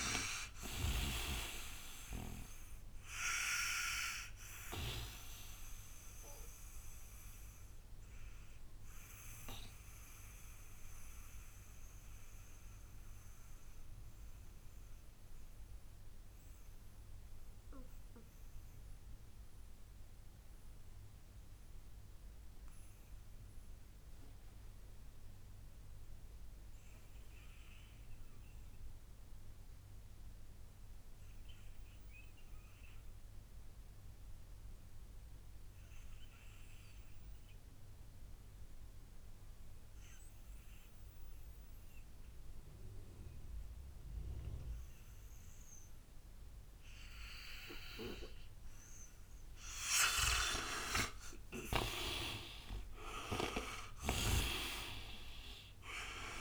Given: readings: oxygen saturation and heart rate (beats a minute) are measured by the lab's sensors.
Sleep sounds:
breathing in sleep by a room microphone; 1
0.00-27.00 s: oxygen desaturation (device-marked, oxygen 82% lowest, heart rate 59 extreme)
6.50-49.50 s: mixed apnea (oxygen 98% before, 77% lowest, heart rate 70 before, 59 extreme, up 13 after)
38.00-56.41 s: oxygen desaturation (device-marked, oxygen 98% before, 77% lowest, heart rate 63 before, 60 extreme)
50.50-55.00 s: arousal
53.50-56.41 s: snoring (device-marked)
From the record:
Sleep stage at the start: N2 (light sleep); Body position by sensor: on the right side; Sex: male

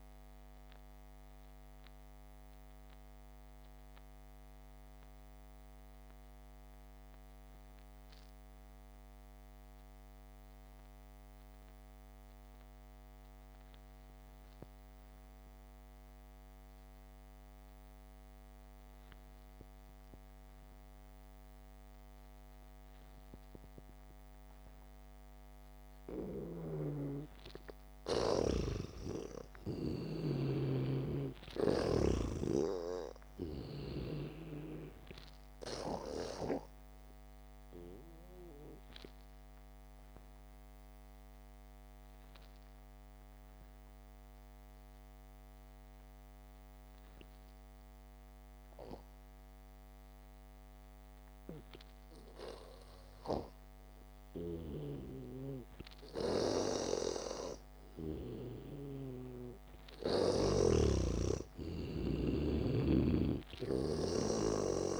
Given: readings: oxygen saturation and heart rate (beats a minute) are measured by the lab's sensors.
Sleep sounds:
breathing in sleep by a microphone on the trachea; 2
0.00-20.50 s: oxygen desaturation (device-marked, oxygen 87% lowest, heart rate 52 extreme)
1.00-27.50 s: mixed apnea (oxygen 98% before, 84% lowest, heart rate 54 before, 53 extreme, up 0 after)
26.50-58.50 s: oxygen desaturation (device-marked, oxygen 99% before, 84% lowest, heart rate 63 before, 50 extreme)
27.50-31.00 s: snoring (device-marked)
30.00-33.00 s: arousal
38.00-55.00 s: obstructive apnea (oxygen 99% before, 84% lowest, heart rate 59 before, 50 extreme)
57.00-60.00 s: arousal
63.50-65.00 s: snoring (device-marked)
From the record:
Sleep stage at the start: N2 (light sleep); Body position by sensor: on the back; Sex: male

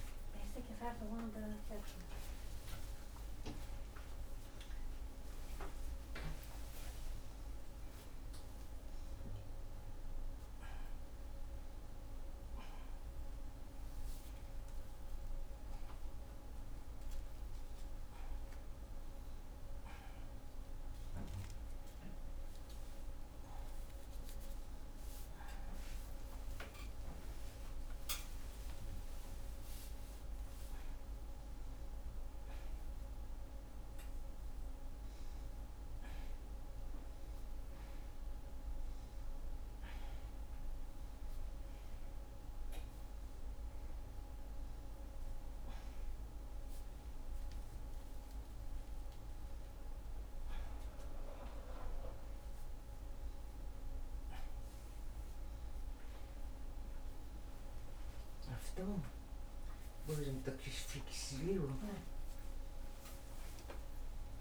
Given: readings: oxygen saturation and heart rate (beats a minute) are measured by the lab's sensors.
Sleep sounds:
a person awake in a sleep study, by a room microphone; none
36.50-56.50 s: oxygen desaturation (device-marked, oxygen 93% before, 89% lowest, heart rate 114 before, 92 extreme)
From the record:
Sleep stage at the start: awake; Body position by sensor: on the back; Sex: female

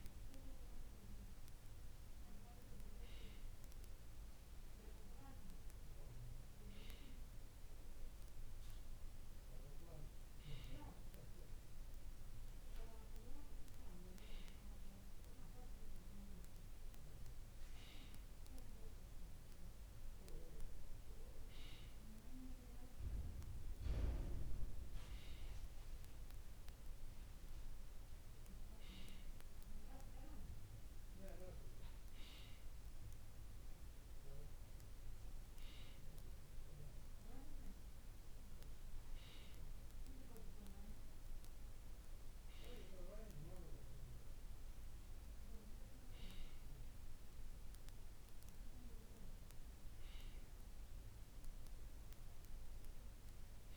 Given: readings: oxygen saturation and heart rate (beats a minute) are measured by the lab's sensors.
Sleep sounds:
breathing in sleep by a room microphone; none
none scored
From the record:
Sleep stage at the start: N2 (light sleep); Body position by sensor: on the right side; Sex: male

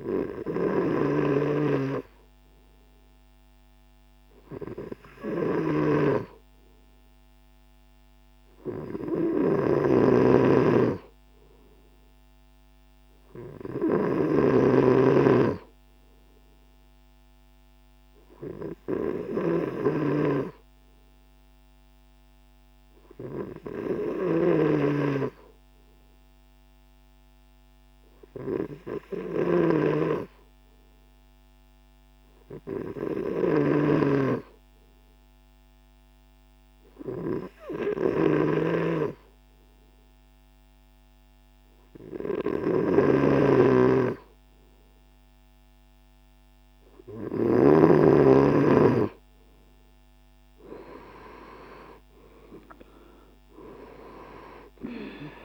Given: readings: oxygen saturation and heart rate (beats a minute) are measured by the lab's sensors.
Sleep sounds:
breathing in sleep by a microphone on the trachea; none
none scored
From the record:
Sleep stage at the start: N3 (deep sleep); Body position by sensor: on the right side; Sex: male

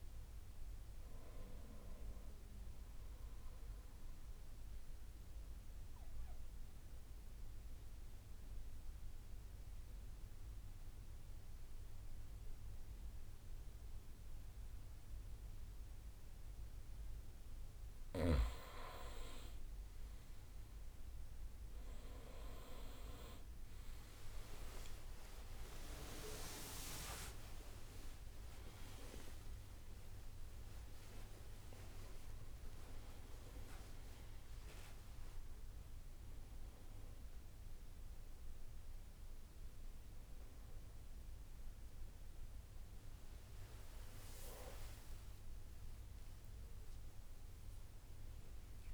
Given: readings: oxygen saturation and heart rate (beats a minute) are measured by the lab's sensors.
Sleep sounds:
a person partly awake in a sleep study, by a room microphone; 1
5.50-18.00 s: obstructive apnea (oxygen 97% before, 92% lowest, heart rate 65 before, 63 extreme, up 6 after)
24.50-33.50 s: oxygen desaturation (device-marked, oxygen 96% before, 92% lowest, heart rate 64 before, 67 extreme)
25.50-31.50 s: tachycardia (device-marked, heart rate 67 before, 136 extreme)
26.50-28.50 s: long interval between heartbeats (device-marked, heart rate 65 before, 88 extreme)
28.50-30.50 s: long interval between heartbeats (device-marked, heart rate 68 before, 120 extreme)
34.50-48.94 s: new sleep stage, awake
37.50-42.50 s: drop in pulse transit time (device-marked, heart rate 89 before, 72 extreme)
From the record:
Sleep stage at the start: N2 (light sleep); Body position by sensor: on the back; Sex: male

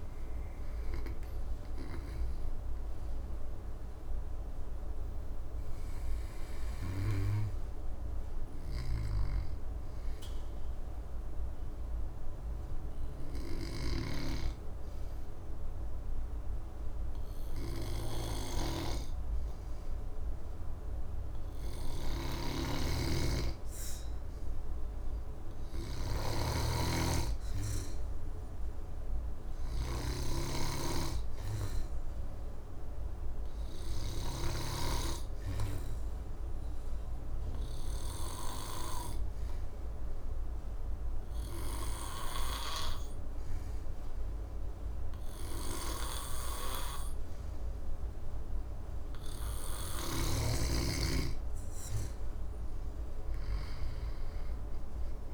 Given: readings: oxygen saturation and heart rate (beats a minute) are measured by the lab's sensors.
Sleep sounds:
breathing in sleep by a room microphone; 1
8.00-48.50 s: obstructive apnea (oxygen 98% before, 94% lowest, heart rate 80 before, 65 extreme, up 6 after)
22.00-34.50 s: snoring (device-marked)
28.00-39.00 s: oxygen desaturation (device-marked, oxygen 99% before, 95% lowest, heart rate 68 before, 70 extreme)
49.50-55.34 s: snoring (device-marked)
52.50-55.34 s: arousal
From the record:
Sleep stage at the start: N2 (light sleep); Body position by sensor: on the back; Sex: male

